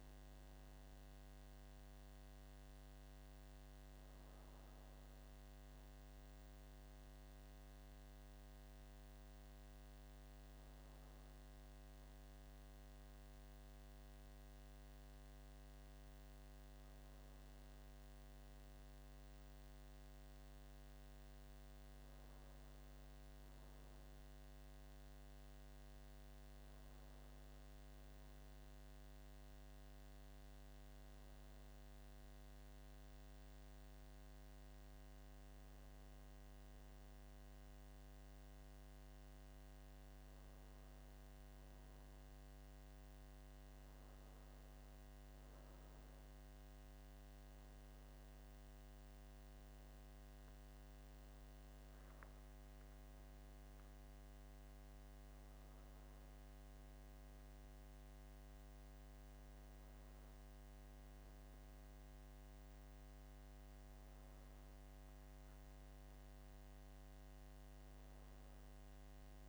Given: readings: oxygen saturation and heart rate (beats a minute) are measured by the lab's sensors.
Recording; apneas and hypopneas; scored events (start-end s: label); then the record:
breathing in sleep, hard to hear, by a microphone on the trachea; none
none scored
From the record:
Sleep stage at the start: N2 (light sleep); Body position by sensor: on the back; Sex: male